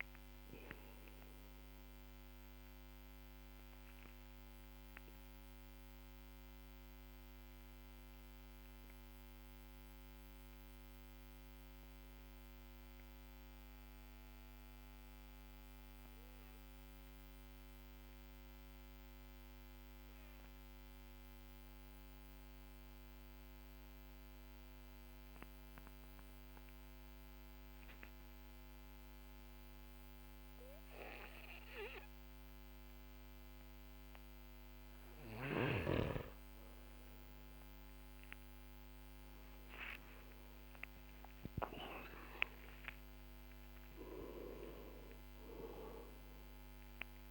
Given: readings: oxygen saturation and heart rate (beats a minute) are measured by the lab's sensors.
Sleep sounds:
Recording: breathing in sleep by a microphone on the trachea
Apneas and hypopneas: 1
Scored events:
0.00-1.50 s: oxygen desaturation (device-marked, oxygen 94% lowest, heart rate 45 extreme)
1.00-33.50 s: obstructive apnea (oxygen 98% before, 93% lowest, heart rate 52 before, 47 extreme, up 9 after)
36.00-40.00 s: arousal
From the record:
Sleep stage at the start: N2 (light sleep)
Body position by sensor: on the back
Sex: male

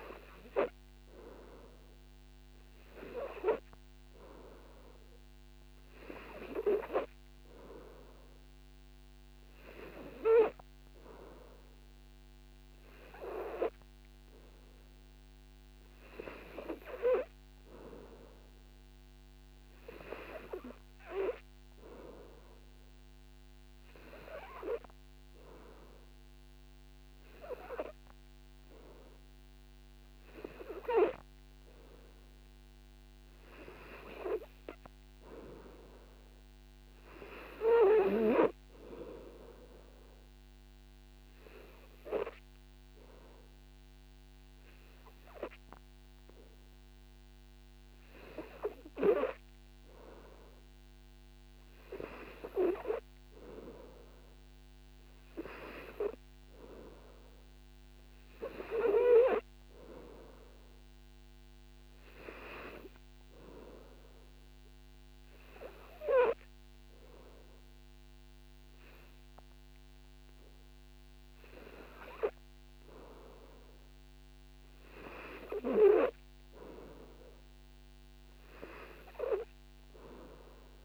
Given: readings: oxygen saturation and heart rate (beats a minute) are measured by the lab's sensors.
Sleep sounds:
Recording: breathing in sleep by a microphone on the trachea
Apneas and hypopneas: 1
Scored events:
41.00-52.00 s: hypopnea (oxygen 93% before, 90% lowest, heart rate 59 before, 57 extreme, up 2 after)
54.00-57.50 s: arousal
69.00-78.00 s: oxygen desaturation (device-marked, oxygen 94% before, 91% lowest, heart rate 60 before, 56 extreme)
From the record:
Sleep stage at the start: N2 (light sleep)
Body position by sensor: on the back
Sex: male

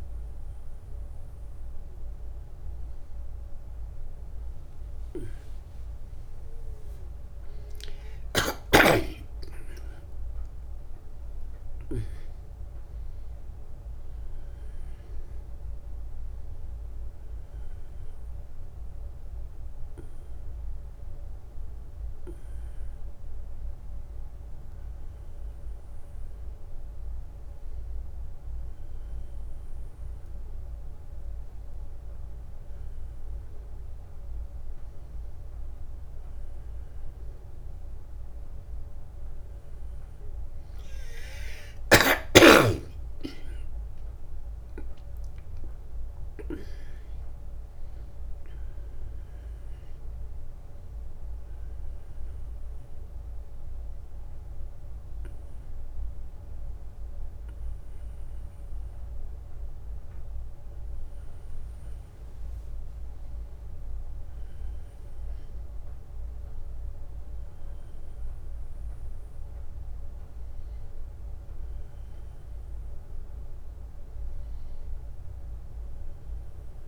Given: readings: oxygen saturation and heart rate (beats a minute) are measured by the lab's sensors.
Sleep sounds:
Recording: a person partly awake in a sleep study, by a room microphone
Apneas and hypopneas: none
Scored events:
9.50-76.88 s: new sleep stage, N1 (lightest sleep)
From the record:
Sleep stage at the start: awake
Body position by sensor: on the back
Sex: male

